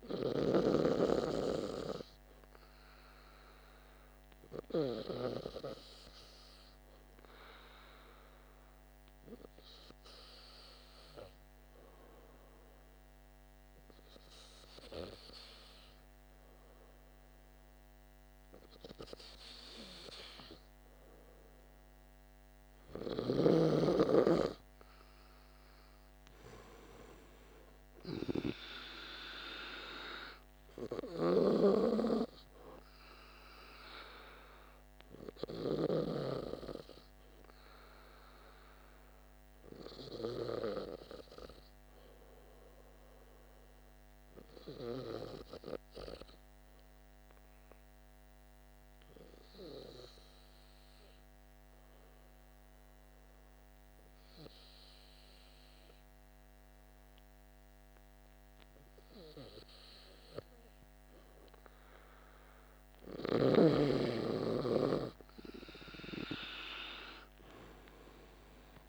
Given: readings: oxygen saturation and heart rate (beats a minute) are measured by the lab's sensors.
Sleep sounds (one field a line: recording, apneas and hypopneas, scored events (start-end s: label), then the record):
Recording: breathing in sleep by a microphone on the trachea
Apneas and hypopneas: 1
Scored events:
47.00-61.00 s: hypopnea (oxygen 96% before, 93% lowest, heart rate 53 before, 49 extreme, up 8 after)
From the record:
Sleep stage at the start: N2 (light sleep)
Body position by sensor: on the back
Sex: male